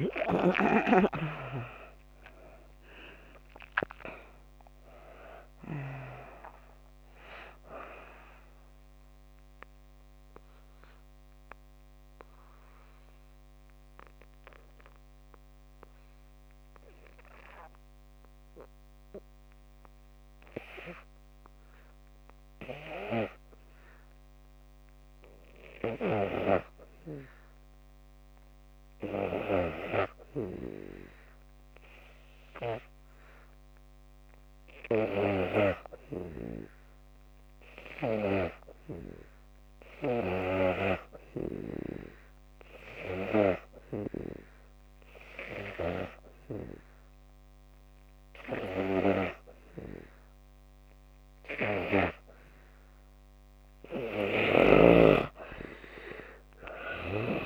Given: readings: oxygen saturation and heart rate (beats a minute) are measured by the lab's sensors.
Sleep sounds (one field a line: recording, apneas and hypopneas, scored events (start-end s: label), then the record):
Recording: breathing in sleep by a microphone on the trachea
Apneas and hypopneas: 1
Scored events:
0.00-27.00 s: oxygen desaturation (device-marked, oxygen 76% lowest)
8.50-53.00 s: obstructive apnea (oxygen 95% before, 76% lowest)
29.00-57.46 s: oxygen desaturation (device-marked, oxygen 96% before, 79% lowest)
From the record:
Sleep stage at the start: N2 (light sleep)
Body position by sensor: on the back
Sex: female